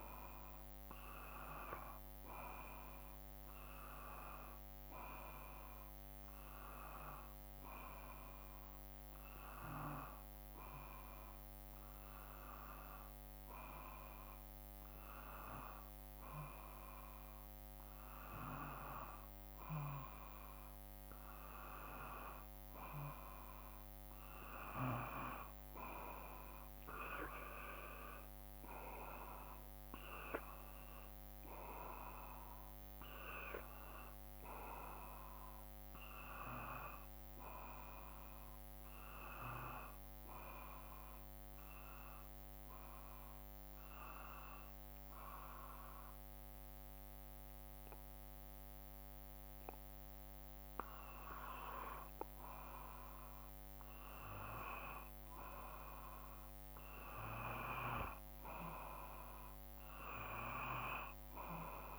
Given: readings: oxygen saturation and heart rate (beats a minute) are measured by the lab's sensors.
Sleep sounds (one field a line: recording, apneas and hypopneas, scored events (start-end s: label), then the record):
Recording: breathing in sleep by a microphone on the trachea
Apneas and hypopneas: 2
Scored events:
7.50-21.50 s: hypopnea (oxygen 95% before, 91% lowest, heart rate 54 before, 52 extreme, up 3 after)
23.50-27.50 s: arousal
40.50-52.00 s: obstructive apnea (oxygen 94% before, 91% lowest, heart rate 55 before, 52 extreme, up 3 after)
54.00-57.50 s: arousal
From the record:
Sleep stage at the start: N2 (light sleep)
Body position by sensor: on the back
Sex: male